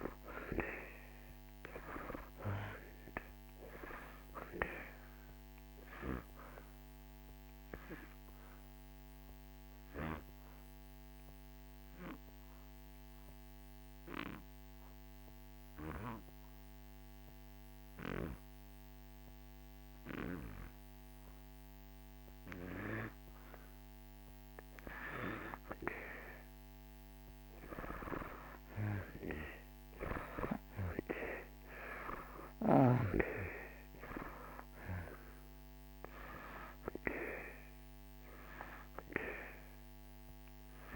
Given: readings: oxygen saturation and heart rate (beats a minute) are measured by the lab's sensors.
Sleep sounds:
breathing in sleep by a microphone on the trachea; 1
0.00-24.50 s: oxygen desaturation (device-marked, oxygen 77% lowest)
9.00-22.50 s: obstructive apnea (oxygen 95% before, 77% lowest)
24.50-30.50 s: arousal
36.50-40.96 s: oxygen desaturation (device-marked, oxygen 94% before, 80% lowest)
From the record:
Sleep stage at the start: N2 (light sleep); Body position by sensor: on the back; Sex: male

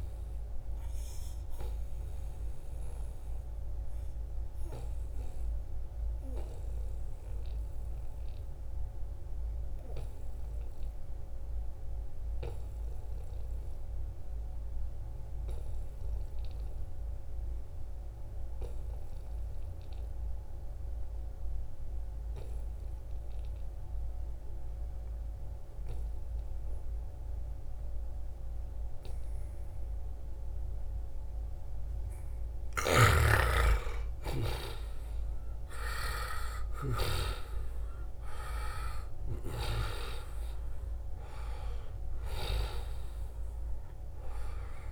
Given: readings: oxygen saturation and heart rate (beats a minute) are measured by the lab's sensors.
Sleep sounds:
breathing in sleep by a room microphone; 1
0.00-9.00 s: oxygen desaturation (device-marked, oxygen 88% lowest, heart rate 69 extreme)
0.50-33.00 s: obstructive apnea (oxygen 96% before, 88% lowest, heart rate 76 before, 69 extreme, up 7 after)
31.00-44.92 s: oxygen desaturation (device-marked, oxygen 96% before, 89% lowest, heart rate 72 before, 70 extreme)
34.00-39.00 s: arousal
From the record:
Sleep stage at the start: N2 (light sleep); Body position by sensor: on the right side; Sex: male

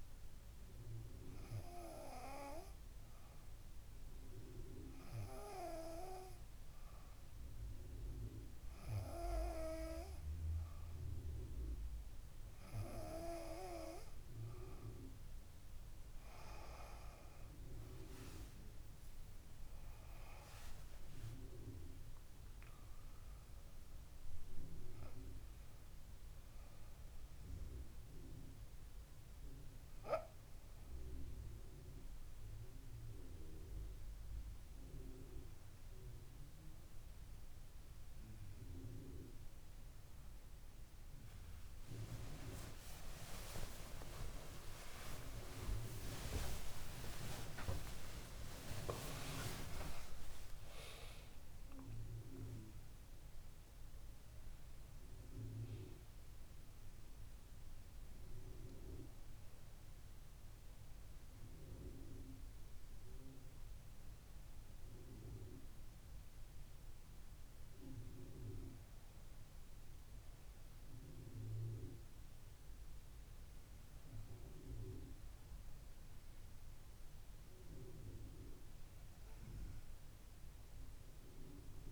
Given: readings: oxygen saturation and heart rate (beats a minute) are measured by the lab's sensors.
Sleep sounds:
a person awake in a sleep study, by a room microphone; none
16.50-81.92 s: new sleep stage, awake
44.00-46.00 s: long interval between heartbeats (device-marked, heart rate 70 before, 97 extreme)
49.50-51.50 s: long interval between heartbeats (device-marked, heart rate 84 before, 137 extreme)
From the record:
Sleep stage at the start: N2 (light sleep); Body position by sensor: on the back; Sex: female

